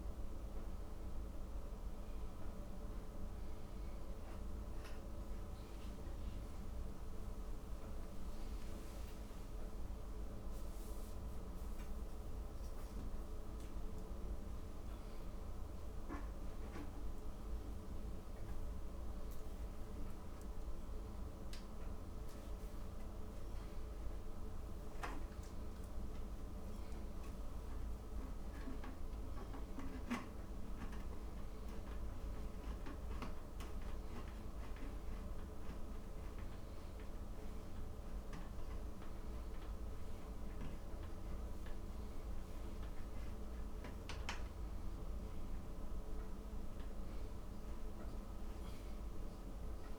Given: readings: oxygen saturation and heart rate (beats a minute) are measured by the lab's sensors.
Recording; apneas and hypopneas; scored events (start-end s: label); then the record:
a person awake in a sleep study, hard to hear, by a room microphone; none
none scored
From the record:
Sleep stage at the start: awake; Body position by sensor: upright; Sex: male